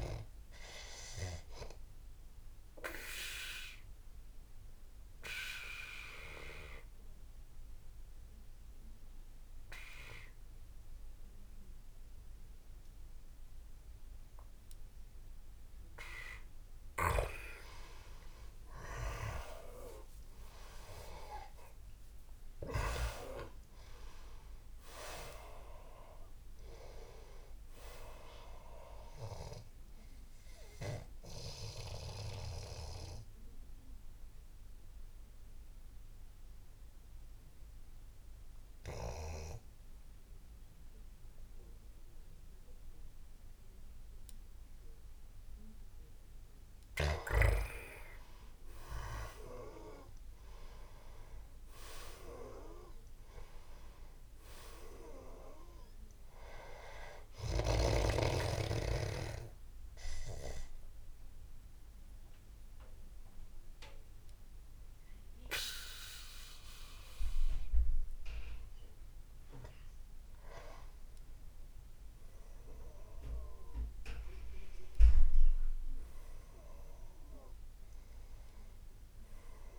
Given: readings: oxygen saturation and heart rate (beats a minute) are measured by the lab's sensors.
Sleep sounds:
breathing in sleep by a room microphone; 3
0.00-8.50 s: oxygen desaturation (device-marked, oxygen 91% lowest, heart rate 75 extreme)
2.00-15.50 s: obstructive apnea (oxygen 98% before, 90% lowest, heart rate 82 before, 77 extreme, up 3 after)
18.00-22.00 s: arousal
21.50-41.50 s: oxygen desaturation (device-marked, oxygen 98% before, 90% lowest, heart rate 81 before, 75 extreme)
30.50-45.50 s: obstructive apnea (oxygen 98% before, 90% lowest, heart rate 84 before, 75 extreme, up 6 after)
47.50-51.50 s: arousal
49.50-68.50 s: oxygen desaturation (device-marked, oxygen 99% before, 91% lowest, heart rate 81 before, 71 extreme)
58.50-69.50 s: obstructive apnea (oxygen 99% before, 91% lowest, heart rate 81 before, 71 extreme, up 4 after)
71.50-76.00 s: arousal
From the record:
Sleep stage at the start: N2 (light sleep); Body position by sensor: on the back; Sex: male

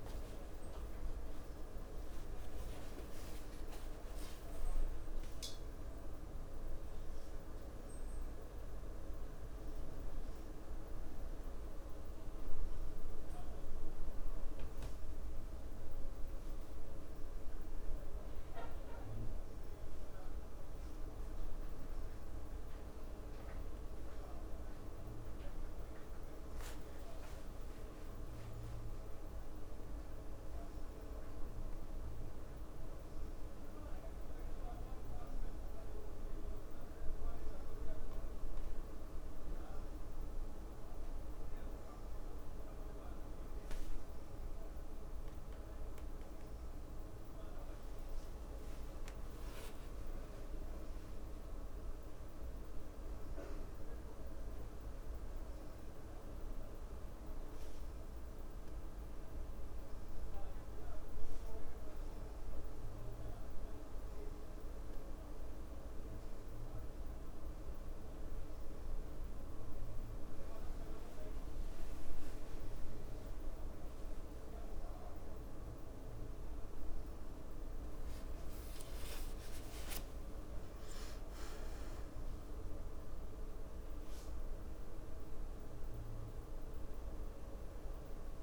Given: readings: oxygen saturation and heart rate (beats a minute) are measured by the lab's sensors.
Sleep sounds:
breathing in sleep, hard to hear, by a room microphone; none
2.50-12.50 s: leg movement (device-marked)
22.50-29.50 s: leg movement (device-marked)
29.00-33.50 s: arousal
42.50-44.50 s: leg movement (device-marked)
48.00-51.50 s: leg movement (device-marked)
70.50-75.00 s: leg movement (device-marked)
75.50-88.43 s: new sleep stage, N1 (lightest sleep)
78.00-87.00 s: leg movement (device-marked)
From the record:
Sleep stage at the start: N2 (light sleep); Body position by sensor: on the back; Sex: female

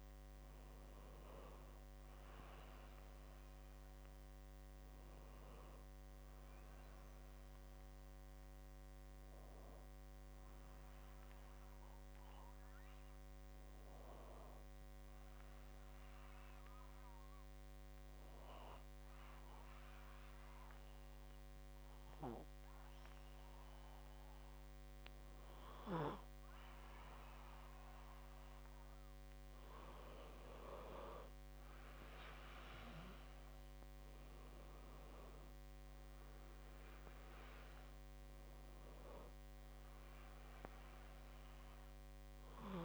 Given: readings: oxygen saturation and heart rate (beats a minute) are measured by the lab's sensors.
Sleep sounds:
breathing in sleep by a microphone on the trachea; 1
13.00-29.00 s: obstructive apnea (oxygen 97% before, 94% lowest, heart rate 67 before, 64 extreme, up 0 after)
31.00-34.50 s: arousal
34.00-42.85 s: oxygen desaturation (device-marked, oxygen 97% before, 94% lowest, heart rate 65 before, 63 extreme)
From the record:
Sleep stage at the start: N2 (light sleep); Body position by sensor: on the back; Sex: male

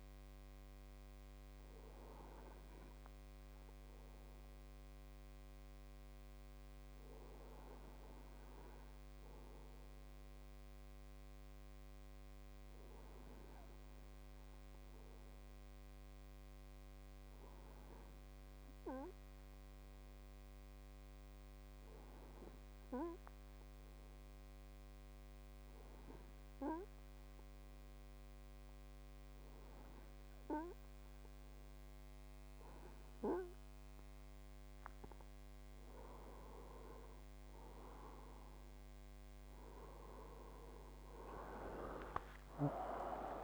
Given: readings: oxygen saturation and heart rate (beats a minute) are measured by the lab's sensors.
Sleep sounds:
breathing in sleep by a microphone on the trachea; 1
10.00-33.00 s: hypopnea (oxygen 98% before, 95% lowest, heart rate 91 before, 73 extreme, up 38 after)
From the record:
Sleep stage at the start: N2 (light sleep); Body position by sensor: on the right side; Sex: male

